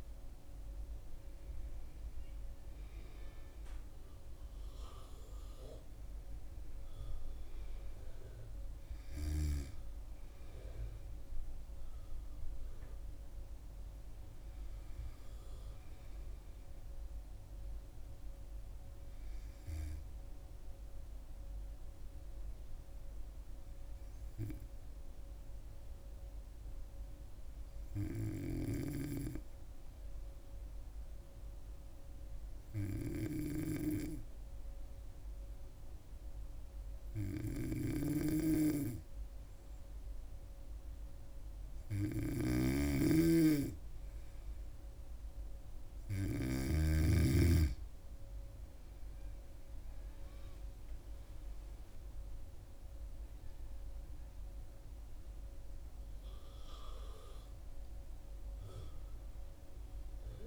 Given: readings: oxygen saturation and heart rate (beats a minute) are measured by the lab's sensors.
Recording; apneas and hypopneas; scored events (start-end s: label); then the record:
breathing in sleep by a room microphone; 1
5.50-9.00 s: arousal
20.00-43.50 s: hypopnea (oxygen 98% before, 93% lowest, heart rate 66 before, 66 extreme, up 4 after)
33.00-46.50 s: snoring (device-marked)
33.50-60.47 s: oxygen desaturation (device-marked, oxygen 98% before, 93% lowest, heart rate 67 before, 65 extreme)
48.00-51.50 s: arousal
From the record:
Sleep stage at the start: N2 (light sleep); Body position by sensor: on the back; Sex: female